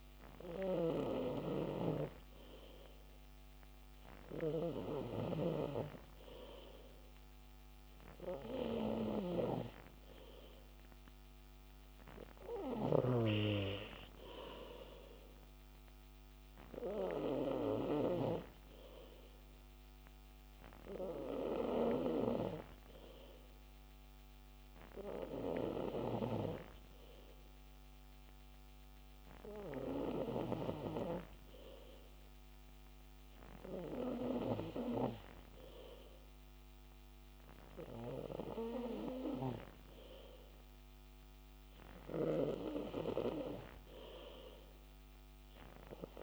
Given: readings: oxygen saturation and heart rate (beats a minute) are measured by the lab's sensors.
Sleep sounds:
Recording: breathing in sleep by a microphone on the trachea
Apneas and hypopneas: none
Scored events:
none scored
From the record:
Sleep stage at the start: N3 (deep sleep)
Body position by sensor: on the back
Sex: male

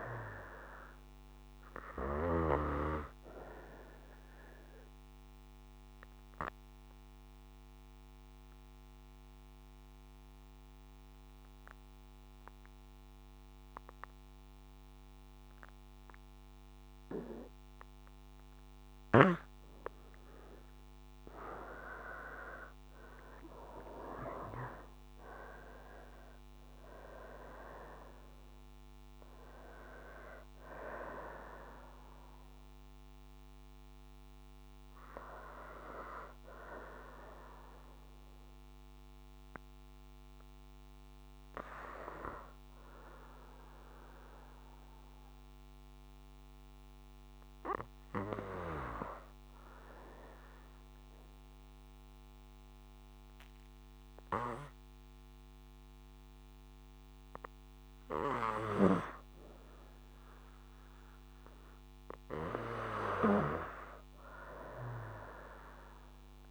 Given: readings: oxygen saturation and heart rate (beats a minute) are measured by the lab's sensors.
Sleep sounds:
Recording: breathing in sleep by a microphone on the trachea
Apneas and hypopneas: 2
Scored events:
0.00-22.50 s: oxygen desaturation (device-marked, oxygen 80% lowest, heart rate 56 extreme)
5.00-18.50 s: obstructive apnea (oxygen 92% before, 80% lowest, heart rate 62 before, 56 extreme, up 10 after)
22.00-26.50 s: arousal
24.50-55.50 s: oxygen desaturation (device-marked, oxygen 91% before, 80% lowest, heart rate 61 before, 56 extreme)
49.50-59.50 s: obstructive apnea (oxygen 91% before, 82% lowest, heart rate 59 before, 57 extreme, up 4 after)
64.50-66.50 s: arousal
From the record:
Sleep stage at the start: N2 (light sleep)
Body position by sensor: on the right side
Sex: female

